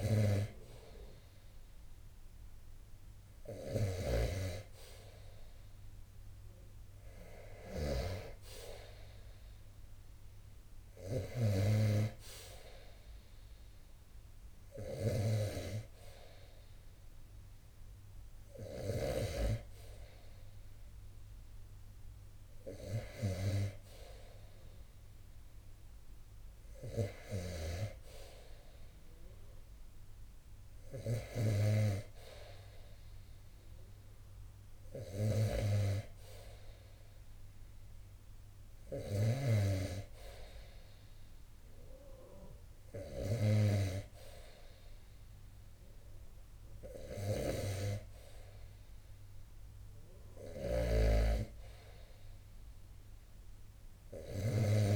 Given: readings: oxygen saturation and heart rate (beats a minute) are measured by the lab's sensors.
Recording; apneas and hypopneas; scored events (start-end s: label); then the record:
breathing in sleep by a room microphone; none
0.00-18.50 s: snoring (device-marked)
38.00-42.50 s: snoring (device-marked)
49.50-54.96 s: snoring (device-marked)
From the record:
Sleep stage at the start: N2 (light sleep); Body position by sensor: on the right side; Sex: male